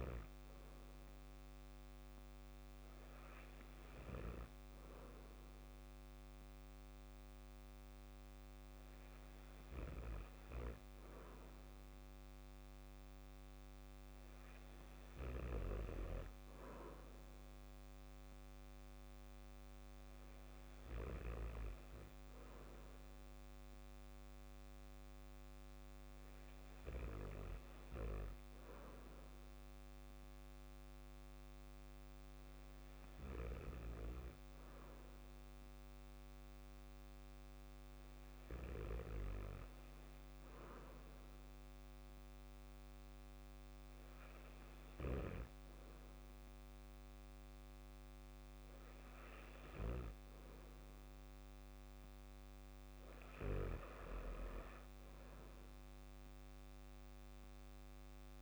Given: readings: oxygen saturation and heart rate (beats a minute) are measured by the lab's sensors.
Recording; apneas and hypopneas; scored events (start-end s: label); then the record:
breathing in sleep by a microphone on the trachea; none
none scored
From the record:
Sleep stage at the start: N2 (light sleep); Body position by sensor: on the back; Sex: male